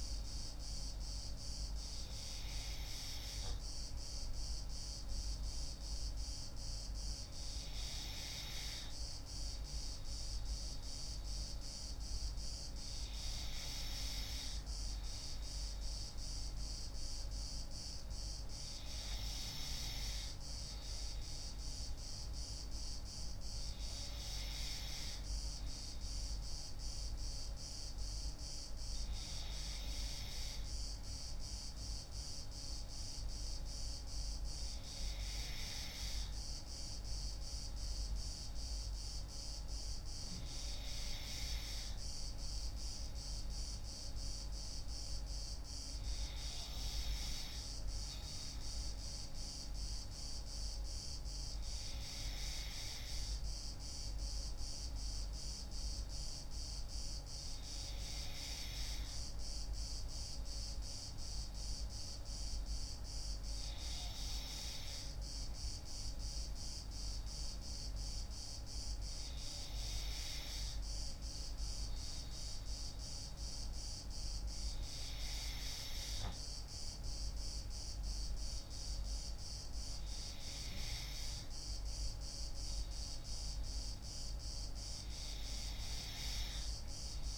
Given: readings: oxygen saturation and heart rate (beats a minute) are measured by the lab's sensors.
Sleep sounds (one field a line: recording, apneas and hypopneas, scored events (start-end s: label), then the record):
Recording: breathing in sleep by a room microphone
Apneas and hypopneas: none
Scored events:
none scored
From the record:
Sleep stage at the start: N2 (light sleep)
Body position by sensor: on the left side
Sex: female